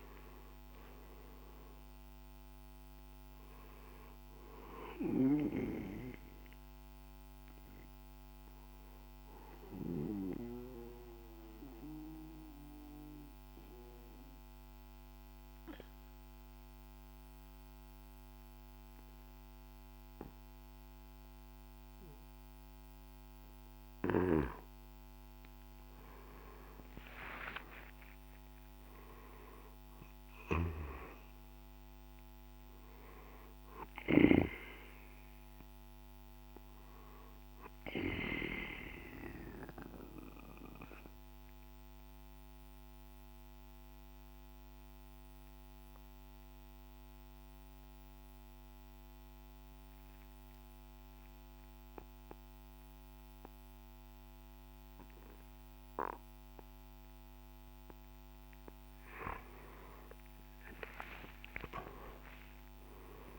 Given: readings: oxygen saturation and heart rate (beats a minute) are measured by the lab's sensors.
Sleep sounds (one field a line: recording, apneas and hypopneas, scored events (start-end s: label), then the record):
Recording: breathing in sleep by a microphone on the trachea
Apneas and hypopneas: 2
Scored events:
0.00-2.50 s: arousal
0.00-11.00 s: drop in pulse transit time (device-marked, heart rate 57 extreme)
7.50-23.50 s: obstructive apnea (oxygen 97% before, 90% lowest, heart rate 62 before, 55 extreme, up 5 after)
16.00-25.00 s: oxygen desaturation (device-marked, oxygen 95% before, 92% lowest, heart rate 62 before, 54 extreme)
25.00-30.50 s: arousal
36.00-53.00 s: oxygen desaturation (device-marked, oxygen 98% before, 91% lowest, heart rate 58 before, 54 extreme)
38.00-56.00 s: obstructive apnea (oxygen 98% before, 88% lowest, heart rate 58 before, 54 extreme, up 8 after)
60.50-63.38 s: arousal
From the record:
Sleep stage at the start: N2 (light sleep)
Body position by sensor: on the right side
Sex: male